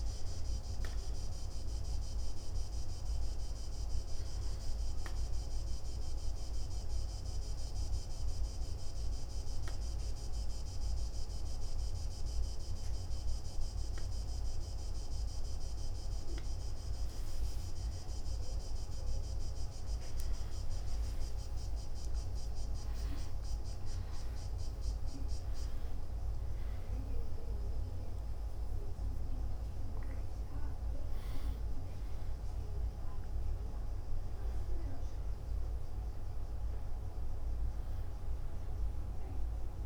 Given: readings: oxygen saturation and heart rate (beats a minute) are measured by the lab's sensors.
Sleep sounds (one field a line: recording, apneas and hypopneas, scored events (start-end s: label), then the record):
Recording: breathing in sleep, hard to hear, by a room microphone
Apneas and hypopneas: 1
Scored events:
0.00-10.00 s: oxygen desaturation (device-marked, oxygen 98% before, 94% lowest, heart rate 55 before, 54 extreme)
4.50-16.50 s: obstructive apnea (oxygen 99% before, 94% lowest, heart rate 56 before, 54 extreme, up 2 after)
21.00-27.00 s: arousal
From the record:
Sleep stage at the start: N1 (lightest sleep)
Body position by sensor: on the back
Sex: male